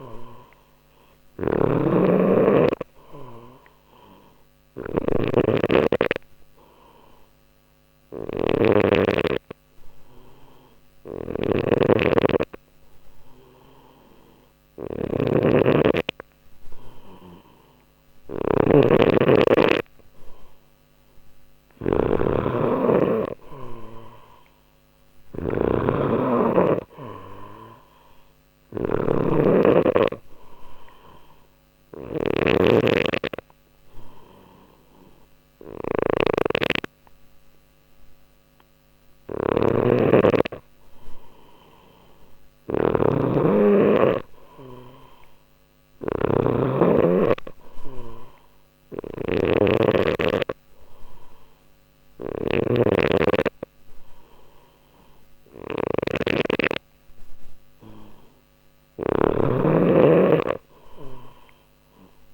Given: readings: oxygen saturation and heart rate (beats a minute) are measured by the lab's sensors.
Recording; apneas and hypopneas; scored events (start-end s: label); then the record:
breathing in sleep by a microphone on the trachea; 2
0.00-1.00 s: arousal
0.00-8.50 s: snoring (device-marked)
0.00-9.00 s: oxygen desaturation (device-marked, oxygen 92% lowest, heart rate 60 extreme)
5.50-17.50 s: obstructive apnea (oxygen 96% before, 91% lowest, heart rate 60 before, 59 extreme, up 0 after)
10.50-62.34 s: snoring (device-marked)
21.50-24.50 s: arousal
30.50-41.50 s: obstructive apnea (oxygen 94% before, 91% lowest, heart rate 60 before, 59 extreme, up 1 after)
44.00-48.00 s: arousal
44.00-62.34 s: oxygen desaturation (device-marked, oxygen 94% before, 91% lowest, heart rate 60 before, 60 extreme)
From the record:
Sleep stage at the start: N2 (light sleep); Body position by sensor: on the left side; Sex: male